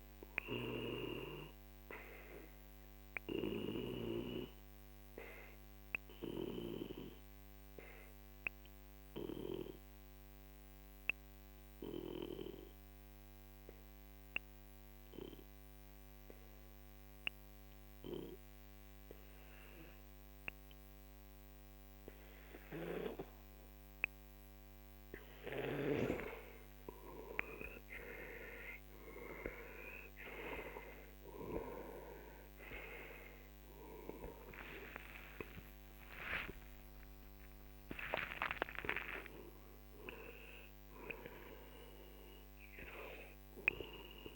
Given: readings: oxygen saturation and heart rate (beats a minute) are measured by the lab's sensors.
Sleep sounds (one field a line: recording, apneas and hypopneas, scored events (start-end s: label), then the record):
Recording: breathing in sleep by a microphone on the trachea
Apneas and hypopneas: 1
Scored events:
0.00-11.50 s: oxygen desaturation (device-marked, oxygen 91% lowest, heart rate 41 extreme)
3.00-25.00 s: obstructive apnea (oxygen 97% before, 91% lowest, heart rate 54 before, 42 extreme, up 12 after)
26.50-44.36 s: oxygen desaturation (device-marked, oxygen 97% before, 92% lowest, heart rate 48 before, 43 extreme)
34.50-39.50 s: arousal
From the record:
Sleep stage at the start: N2 (light sleep)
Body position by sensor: on the back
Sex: male